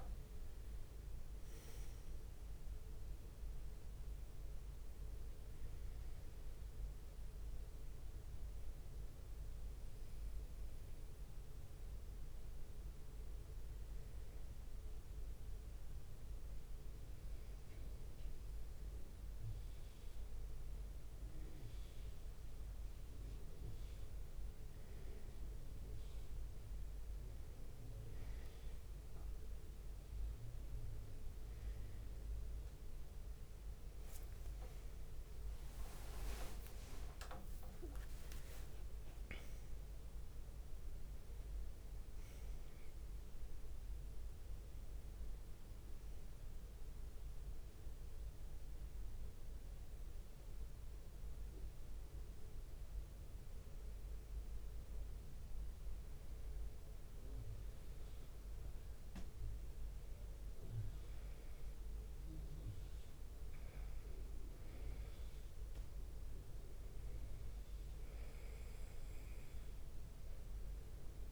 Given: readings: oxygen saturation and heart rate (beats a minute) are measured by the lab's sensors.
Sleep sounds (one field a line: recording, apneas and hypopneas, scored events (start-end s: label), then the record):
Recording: breathing in sleep, hard to hear, by a room microphone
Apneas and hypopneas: 1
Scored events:
6.00-18.50 s: hypopnea (oxygen 93% before, 91% lowest, heart rate 71 before, 65 extreme, up 3 after)
32.50-34.00 s: leg movement (device-marked)
34.50-43.50 s: leg movement (device-marked)
35.50-40.50 s: arousal
37.00-47.00 s: drop in pulse transit time (device-marked, heart rate 68 before, 70 extreme)
39.00-41.00 s: long interval between heartbeats (device-marked, heart rate 69 before, 90 extreme)
46.00-48.00 s: leg movement (device-marked)
58.50-66.50 s: leg movement (device-marked)
From the record:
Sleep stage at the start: N1 (lightest sleep)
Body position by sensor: on the right side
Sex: male